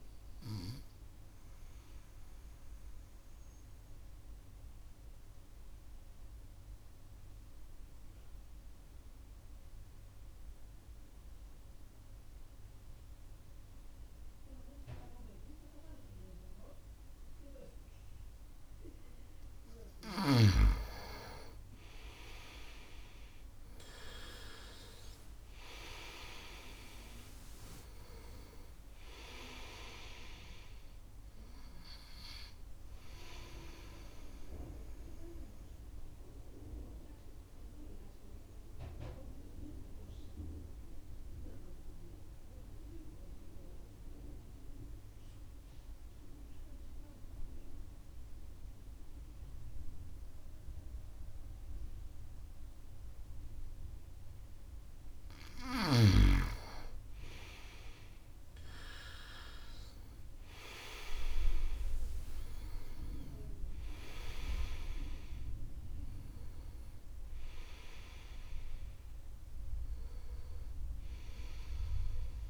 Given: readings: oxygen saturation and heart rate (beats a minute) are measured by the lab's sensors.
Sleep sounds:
breathing in sleep by a room microphone; 2
0.00-13.50 s: oxygen desaturation (device-marked, oxygen 88% lowest, heart rate 59 extreme)
2.50-19.00 s: obstructive apnea (oxygen 98% before, 87% lowest, heart rate 69 before, 57 extreme, up 3 after)
21.00-25.50 s: arousal
25.50-47.50 s: oxygen desaturation (device-marked, oxygen 98% before, 88% lowest, heart rate 68 before, 57 extreme)
33.50-37.50 s: bradycardia (device-marked, heart rate 70 before, 59 extreme)
34.00-55.00 s: mixed apnea (oxygen 98% before, 87% lowest, heart rate 70 before, 58 extreme, up 1 after)
56.50-72.50 s: oxygen desaturation (device-marked, oxygen 98% before, 87% lowest, heart rate 65 before, 59 extreme)
59.00-64.00 s: arousal
From the record:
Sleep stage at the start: N2 (light sleep); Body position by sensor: on the right side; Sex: male

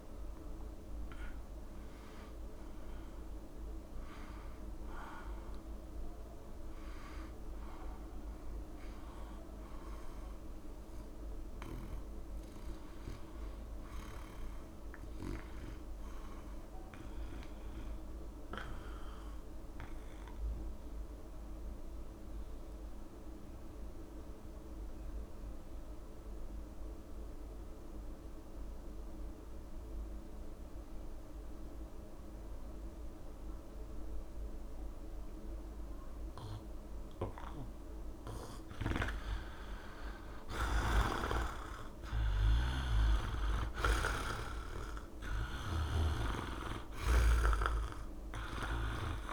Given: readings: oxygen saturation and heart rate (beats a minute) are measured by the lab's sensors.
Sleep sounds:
breathing in sleep by a room microphone; 1
0.00-16.50 s: oxygen desaturation (device-marked, oxygen 71% lowest, heart rate 63 extreme)
19.50-37.00 s: obstructive apnea (oxygen 99% before, 80% lowest, heart rate 78 before, 66 extreme, up 9 after)
34.50-49.33 s: oxygen desaturation (device-marked, oxygen 99% before, 80% lowest, heart rate 69 before, 65 extreme)
40.50-43.50 s: arousal
40.50-44.00 s: snoring (device-marked)
From the record:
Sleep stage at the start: REM sleep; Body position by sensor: on the back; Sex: male

